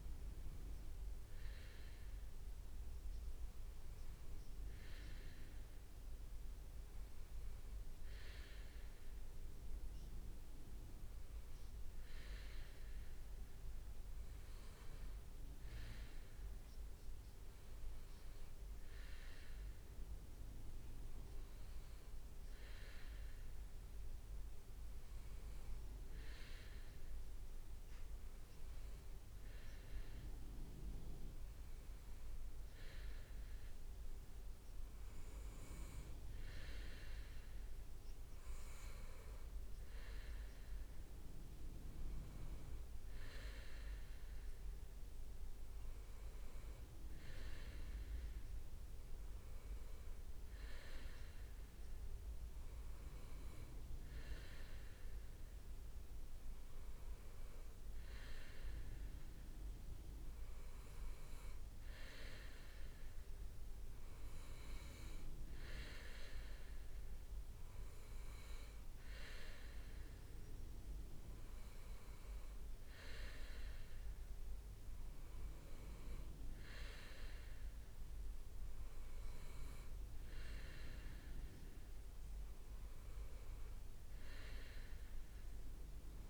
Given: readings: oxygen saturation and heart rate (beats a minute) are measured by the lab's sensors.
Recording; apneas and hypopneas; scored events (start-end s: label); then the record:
breathing in sleep by a room microphone; none
none scored
From the record:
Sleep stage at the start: N2 (light sleep); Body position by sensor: on the right side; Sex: male